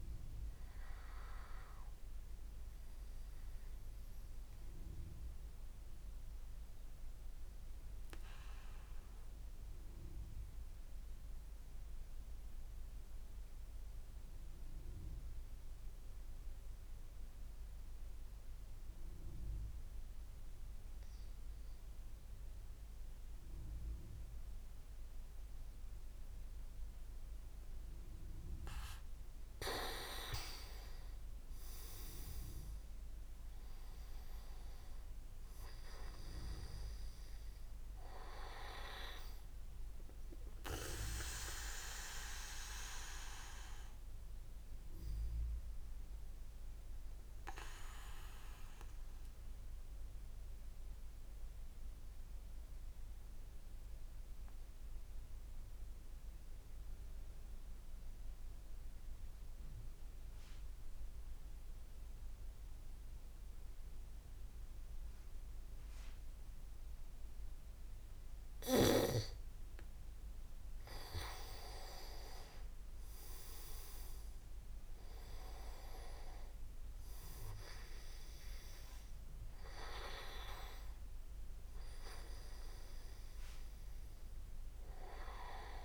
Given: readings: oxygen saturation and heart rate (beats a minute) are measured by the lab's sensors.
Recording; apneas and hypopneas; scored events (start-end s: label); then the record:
breathing in sleep by a room microphone; 2
3.50-28.50 s: mixed apnea (oxygen 98% before, 93% lowest)
25.50-43.50 s: oxygen desaturation (device-marked, oxygen 98% before, 94% lowest)
30.00-34.50 s: arousal
42.00-69.00 s: obstructive apnea (oxygen 98% before, 93% lowest)
69.50-85.50 s: oxygen desaturation (device-marked, oxygen 98% before, 93% lowest)
71.00-75.00 s: arousal
From the record:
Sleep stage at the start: N2 (light sleep); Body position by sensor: on the back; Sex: male